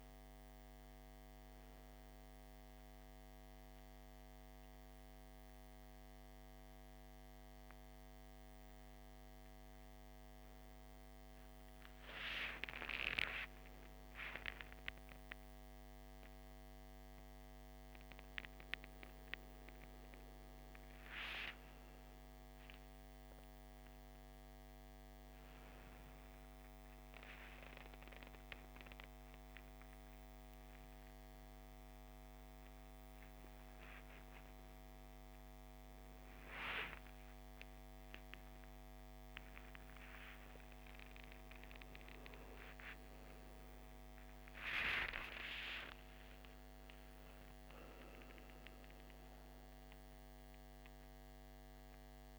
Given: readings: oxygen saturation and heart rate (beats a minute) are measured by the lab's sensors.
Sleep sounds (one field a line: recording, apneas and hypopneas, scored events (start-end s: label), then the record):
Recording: a person awake in a sleep study, by a microphone on the trachea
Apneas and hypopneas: none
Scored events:
5.00-34.00 s: oxygen desaturation (device-marked, oxygen 97% before, 93% lowest, heart rate 61 before, 61 extreme)
From the record:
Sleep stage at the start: awake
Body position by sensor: on the back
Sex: male